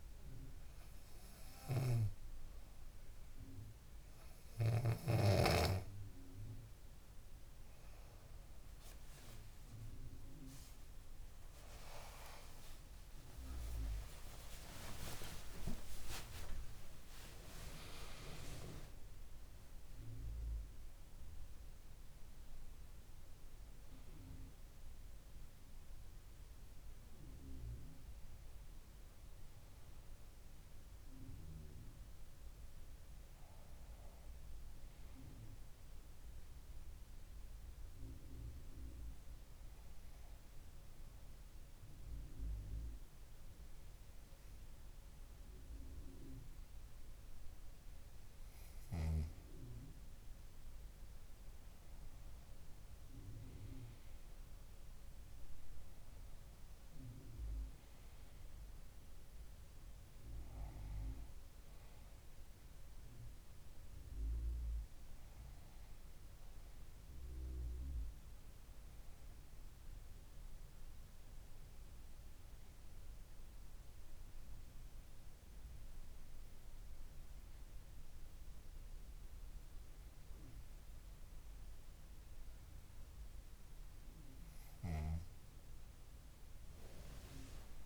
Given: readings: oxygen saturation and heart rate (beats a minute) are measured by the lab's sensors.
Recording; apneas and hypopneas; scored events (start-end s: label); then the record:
breathing in sleep by a room microphone; 2
1.50-5.00 s: snoring (device-marked)
8.50-10.50 s: long interval between heartbeats (device-marked, heart rate 69 before, 79 extreme)
13.00-15.00 s: long interval between heartbeats (device-marked, heart rate 71 before, 96 extreme)
13.00-19.00 s: arousal
15.00-17.00 s: long interval between heartbeats (device-marked, heart rate 75 before, 128 extreme)
21.50-37.50 s: oxygen desaturation (device-marked, oxygen 97% before, 93% lowest, heart rate 98 before, 63 extreme)
36.00-49.50 s: hypopnea (oxygen 97% before, 95% lowest, heart rate 96 before, 62 extreme, up 7 after)
51.50-55.50 s: arousal
69.50-83.00 s: hypopnea (oxygen 98% before, 95% lowest, heart rate 66 before, 64 extreme, up 15 after)
From the record:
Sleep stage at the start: N2 (light sleep); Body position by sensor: on the back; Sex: female